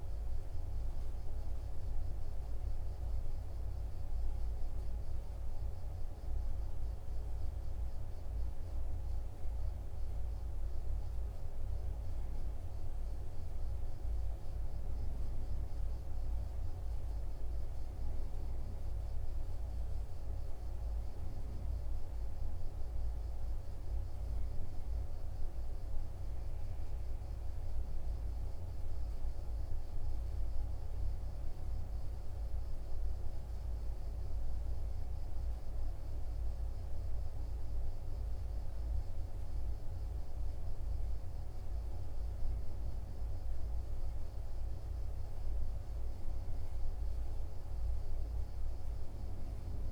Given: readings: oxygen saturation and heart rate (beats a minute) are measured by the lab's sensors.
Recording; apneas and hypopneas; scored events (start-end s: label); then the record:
breathing in sleep, hard to hear, by a room microphone; none
none scored
From the record:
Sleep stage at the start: N1 (lightest sleep); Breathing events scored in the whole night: 239 in 6.0 hours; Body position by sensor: on the right side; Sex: male